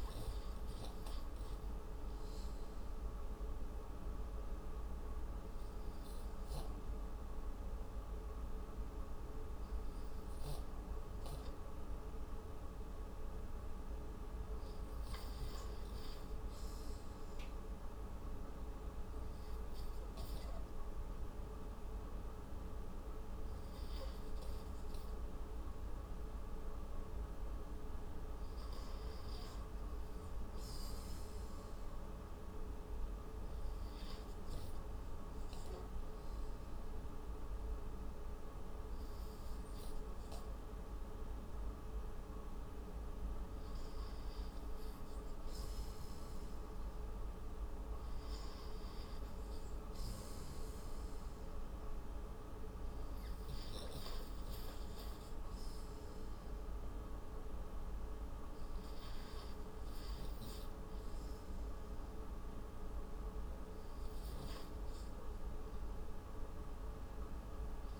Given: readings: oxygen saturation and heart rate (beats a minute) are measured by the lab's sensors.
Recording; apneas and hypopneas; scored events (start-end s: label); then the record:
breathing in sleep, hard to hear, by a room microphone; 2
0.00-23.00 s: oxygen desaturation (device-marked, oxygen 86% lowest)
3.00-15.50 s: obstructive apnea (oxygen 97% before, 84% lowest)
21.50-25.00 s: arousal
25.00-38.00 s: oxygen desaturation (device-marked, oxygen 91% before, 85% lowest)
33.50-44.50 s: obstructive apnea (oxygen 91% before, 84% lowest)
47.50-50.50 s: arousal
57.00-68.00 s: oxygen desaturation (device-marked, oxygen 92% before, 84% lowest)
From the record:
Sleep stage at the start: REM sleep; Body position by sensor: on the right side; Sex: male